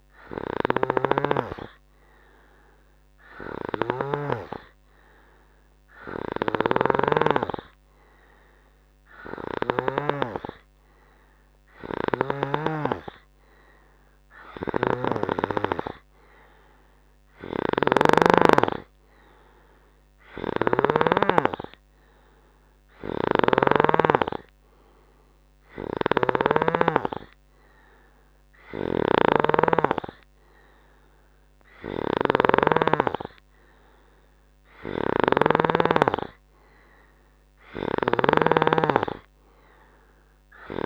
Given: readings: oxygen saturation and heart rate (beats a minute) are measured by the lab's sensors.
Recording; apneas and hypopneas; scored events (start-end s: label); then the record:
breathing in sleep by a microphone on the trachea; none
0.00-4.50 s: snoring (device-marked)
6.50-10.50 s: snoring (device-marked)
15.00-18.50 s: snoring (device-marked)
20.50-24.00 s: snoring (device-marked)
26.00-36.00 s: snoring (device-marked)
38.00-40.86 s: snoring (device-marked)
From the record:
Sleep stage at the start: N3 (deep sleep); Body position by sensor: on the right side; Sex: male